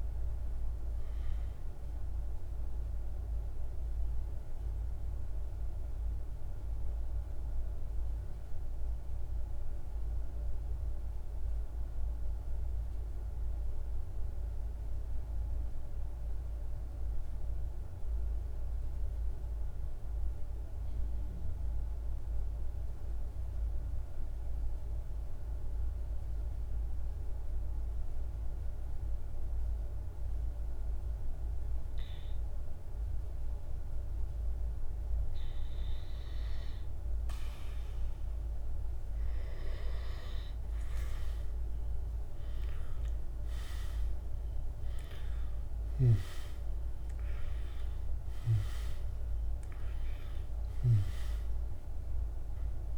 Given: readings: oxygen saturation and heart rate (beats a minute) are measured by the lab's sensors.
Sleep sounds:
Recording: breathing in sleep, hard to hear, by a room microphone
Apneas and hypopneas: 1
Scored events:
0.00-15.50 s: oxygen desaturation (device-marked, oxygen 88% lowest, heart rate 48 extreme)
1.00-40.00 s: mixed apnea (oxygen 98% before, 88% lowest, heart rate 60 before, 48 extreme, up 47 after)
27.50-52.98 s: oxygen desaturation (device-marked, oxygen 100% before, 88% lowest, heart rate 49 before, 47 extreme)
42.50-47.00 s: arousal
44.50-50.00 s: snoring (device-marked)
From the record:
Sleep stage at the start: N2 (light sleep)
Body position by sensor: on the back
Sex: male

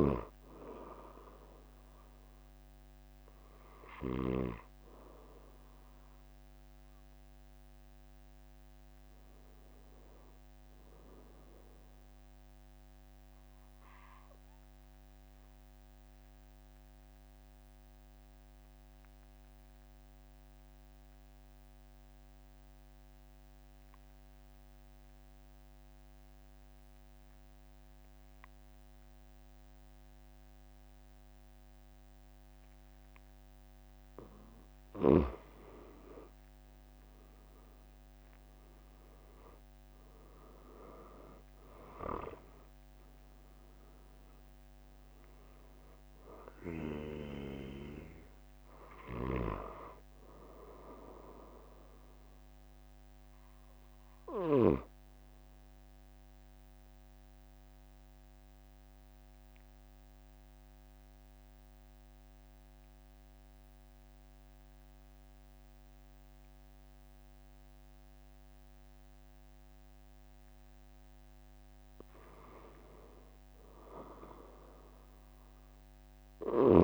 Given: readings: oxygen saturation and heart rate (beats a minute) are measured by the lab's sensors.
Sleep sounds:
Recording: breathing in sleep by a microphone on the trachea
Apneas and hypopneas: 2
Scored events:
0.00-4.50 s: snoring (device-marked)
1.00-16.00 s: oxygen desaturation (device-marked, oxygen 96% before, 93% lowest, heart rate 45 before, 42 extreme)
14.50-34.50 s: obstructive apnea (oxygen 97% before, 90% lowest, heart rate 44 before, 42 extreme, up 3 after)
37.00-41.00 s: arousal
37.00-72.00 s: oxygen desaturation (device-marked, oxygen 96% before, 90% lowest, heart rate 45 before, 42 extreme)
49.00-55.00 s: snoring (device-marked)
56.50-71.50 s: mixed apnea (oxygen 96% before, 90% lowest, heart rate 46 before, 42 extreme, up 4 after)
72.50-76.84 s: arousal
From the record:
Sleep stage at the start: N2 (light sleep)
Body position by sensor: on the back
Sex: male

